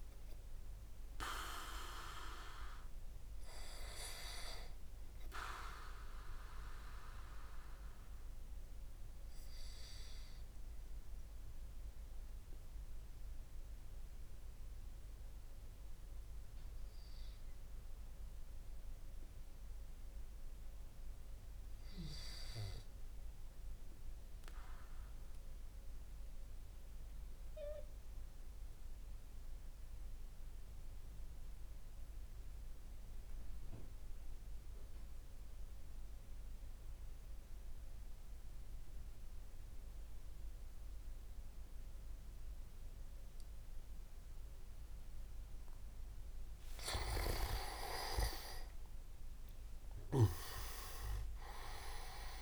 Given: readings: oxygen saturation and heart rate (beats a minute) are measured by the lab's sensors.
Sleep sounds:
breathing in sleep by a room microphone; 1
0.00-1.50 s: oxygen desaturation (device-marked, oxygen 94% lowest, heart rate 60 extreme)
5.50-46.50 s: mixed apnea (oxygen 98% before, 93% lowest, heart rate 72 before, 59 extreme, up 13 after)
38.50-52.41 s: oxygen desaturation (device-marked, oxygen 99% before, 93% lowest)
46.50-49.00 s: leg movement (device-marked)
50.50-52.41 s: leg movement (device-marked)
From the record:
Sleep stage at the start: N2 (light sleep); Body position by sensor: on the back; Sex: male

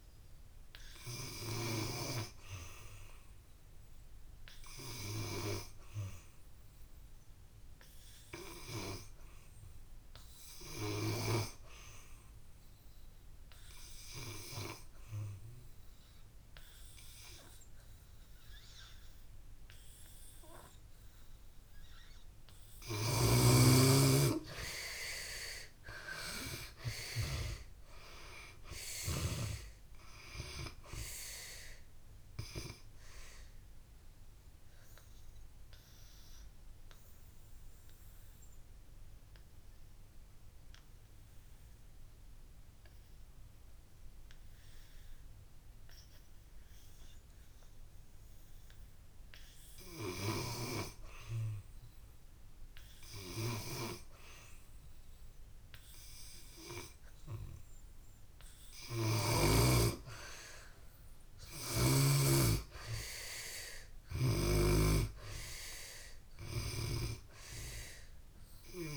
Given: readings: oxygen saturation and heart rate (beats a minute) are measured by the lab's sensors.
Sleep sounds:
breathing in sleep by a room microphone; 2
0.00-3.00 s: oxygen desaturation (device-marked, oxygen 79% lowest)
1.50-4.50 s: arousal
5.00-52.00 s: oxygen desaturation (device-marked, oxygen 94% before, 74% lowest)
12.50-23.50 s: obstructive apnea (oxygen 94% before, 74% lowest)
24.00-28.00 s: arousal
32.50-57.50 s: obstructive apnea (oxygen 94% before, 74% lowest)
54.00-68.97 s: oxygen desaturation (device-marked, oxygen 94% before, 75% lowest)
60.00-63.50 s: arousal
61.50-65.00 s: snoring (device-marked)
From the record:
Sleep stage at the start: N2 (light sleep); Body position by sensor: on the back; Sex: female

